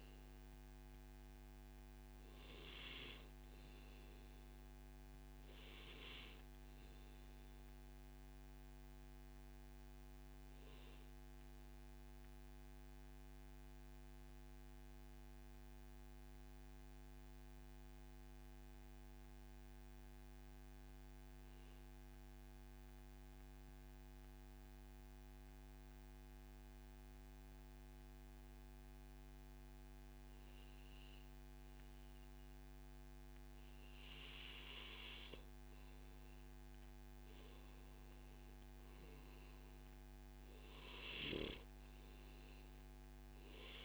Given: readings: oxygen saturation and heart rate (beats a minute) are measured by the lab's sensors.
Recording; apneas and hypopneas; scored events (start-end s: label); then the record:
breathing in sleep by a microphone on the trachea; 1
8.00-35.00 s: mixed apnea (oxygen 95% before, 94% lowest, heart rate 141 before, 106 extreme, up 0 after)
8.50-10.50 s: long interval between heartbeats (device-marked, heart rate 141 before, 124 extreme)
11.50-13.50 s: long interval between heartbeats (device-marked, heart rate 139 before, 97 extreme)
37.50-42.00 s: arousal
From the record:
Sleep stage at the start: N2 (light sleep); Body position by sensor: on the back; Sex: male